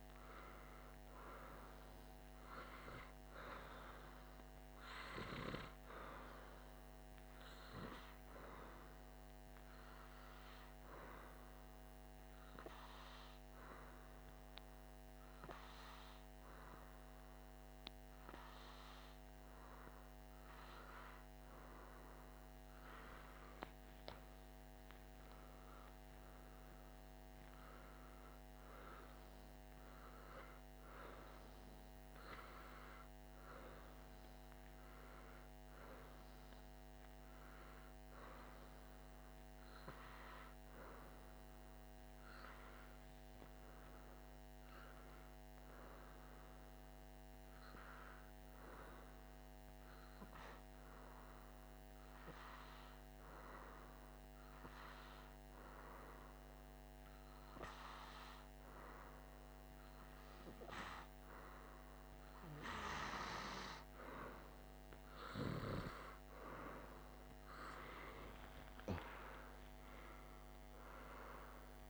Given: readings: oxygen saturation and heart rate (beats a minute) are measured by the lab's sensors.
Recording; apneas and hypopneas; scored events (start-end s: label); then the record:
breathing in sleep by a microphone on the trachea; 2
11.00-23.00 s: hypopnea (oxygen 98% before, 94% lowest, heart rate 57 before, 49 extreme, up 3 after)
24.50-28.00 s: arousal
49.00-62.00 s: hypopnea (oxygen 98% before, 94% lowest, heart rate 51 before, 49 extreme, up 18 after)
67.50-71.50 s: arousal
From the record:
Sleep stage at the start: N2 (light sleep); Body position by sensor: on the back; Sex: male